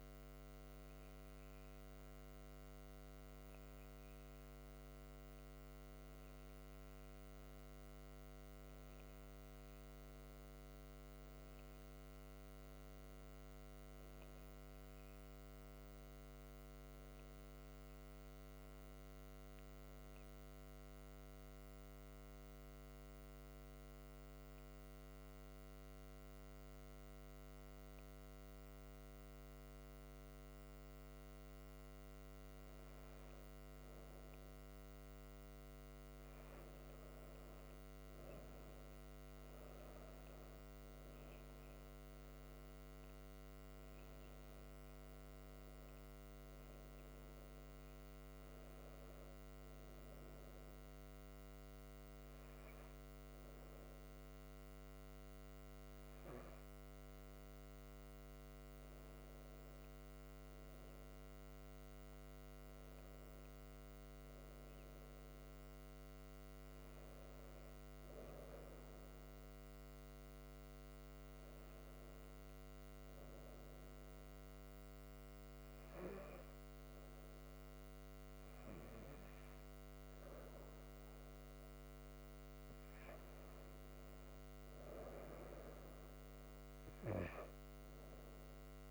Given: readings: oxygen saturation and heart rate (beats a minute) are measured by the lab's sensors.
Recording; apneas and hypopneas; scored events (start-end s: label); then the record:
a person partly awake in a sleep study, hard to hear, by a microphone on the trachea; 1
15.00-45.00 s: new sleep stage, N1 (lightest sleep)
21.00-33.50 s: hypopnea (oxygen 96% before, 92% lowest, heart rate 68 before, 67 extreme, up 3 after)
36.00-40.00 s: arousal
39.00-56.00 s: oxygen desaturation (device-marked, oxygen 96% before, 92% lowest, heart rate 68 before, 67 extreme)
45.00-88.91 s: new sleep stage, N2 (light sleep)
70.00-73.50 s: arousal
From the record:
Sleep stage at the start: awake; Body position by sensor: on the right side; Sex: female